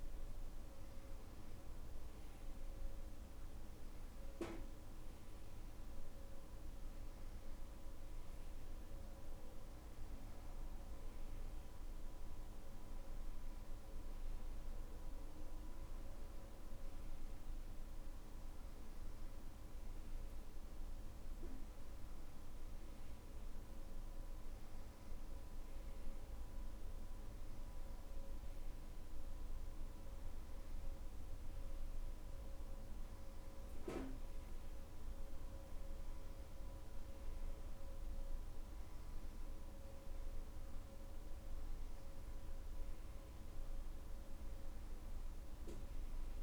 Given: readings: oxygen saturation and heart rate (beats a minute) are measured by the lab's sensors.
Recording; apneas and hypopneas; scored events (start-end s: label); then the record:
breathing in sleep, hard to hear, by a room microphone; none
none scored
From the record:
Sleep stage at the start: N2 (light sleep); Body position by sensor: on the back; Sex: male